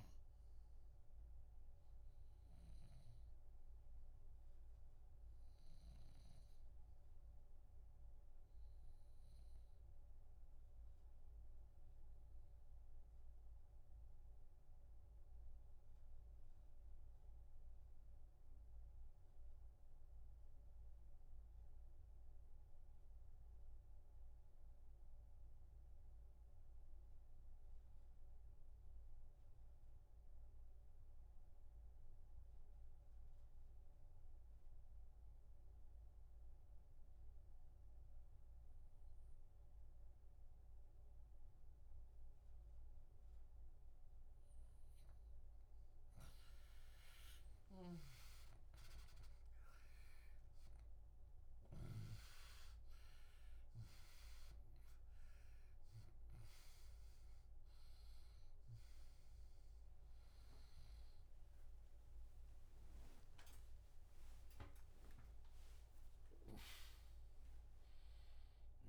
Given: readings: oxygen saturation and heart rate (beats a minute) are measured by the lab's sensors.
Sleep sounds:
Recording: breathing in sleep by a room microphone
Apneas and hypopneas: 1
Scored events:
0.00-21.00 s: oxygen desaturation (device-marked, oxygen 90% lowest, heart rate 54 extreme)
11.00-45.00 s: obstructive apnea (oxygen 96% before, 84% lowest, heart rate 65 before, 54 extreme, up 19 after)
45.00-64.00 s: oxygen desaturation (device-marked, oxygen 95% before, 90% lowest, heart rate 57 before, 66 extreme)
47.00-51.50 s: arousal
47.50-56.50 s: snoring (device-marked)
63.00-68.00 s: arousal
From the record:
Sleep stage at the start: REM sleep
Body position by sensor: on the back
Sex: male

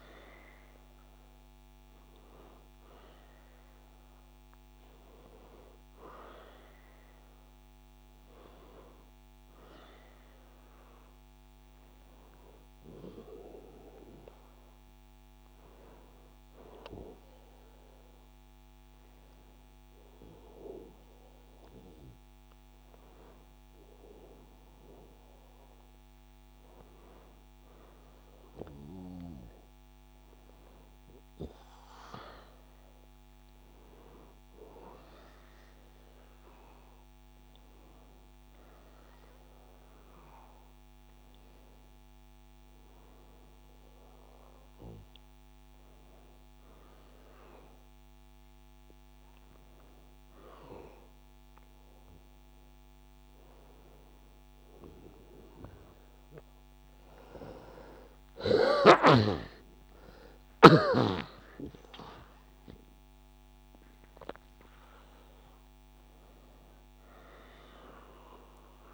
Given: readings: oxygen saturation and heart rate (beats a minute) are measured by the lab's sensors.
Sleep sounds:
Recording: a person partly awake in a sleep study, by a microphone on the trachea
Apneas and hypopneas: none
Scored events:
38.50-68.94 s: new sleep stage, awake
From the record:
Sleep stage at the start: N1 (lightest sleep)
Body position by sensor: on the back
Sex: male

